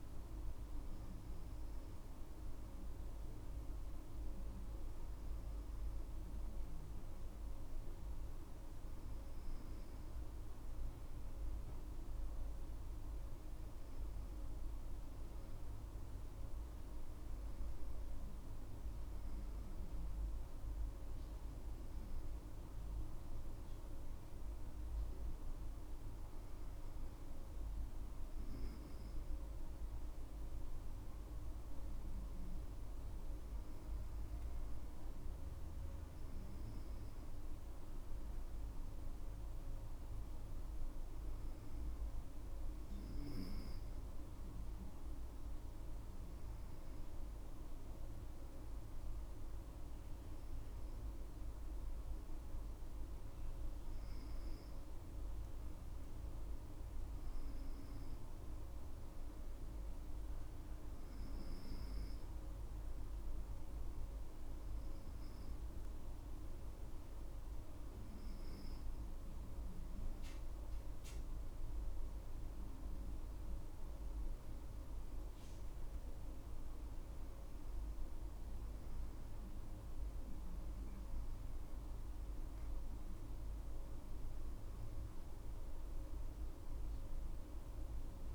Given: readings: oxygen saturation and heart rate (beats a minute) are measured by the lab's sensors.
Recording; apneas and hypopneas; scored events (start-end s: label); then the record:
breathing in sleep, hard to hear, by a room microphone; none
none scored
From the record:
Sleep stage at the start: N2 (light sleep); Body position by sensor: on the right side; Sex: female